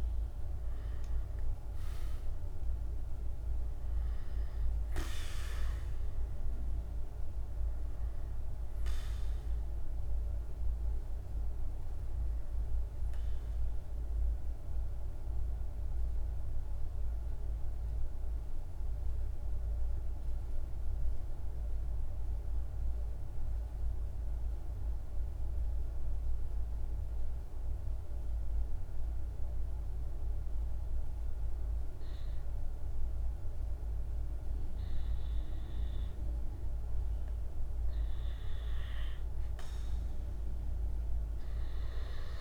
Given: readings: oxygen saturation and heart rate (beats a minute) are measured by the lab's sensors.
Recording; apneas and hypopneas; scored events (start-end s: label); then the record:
breathing in sleep, hard to hear, by a room microphone; 1
0.00-22.00 s: oxygen desaturation (device-marked, oxygen 91% lowest, heart rate 48 extreme)
13.00-37.00 s: mixed apnea (oxygen 98% before, 90% lowest, heart rate 52 before, 47 extreme, up 1 after)
36.00-42.41 s: oxygen desaturation (device-marked, oxygen 99% before, 90% lowest, heart rate 50 before, 46 extreme)
From the record:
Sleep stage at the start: N2 (light sleep); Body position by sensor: on the back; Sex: male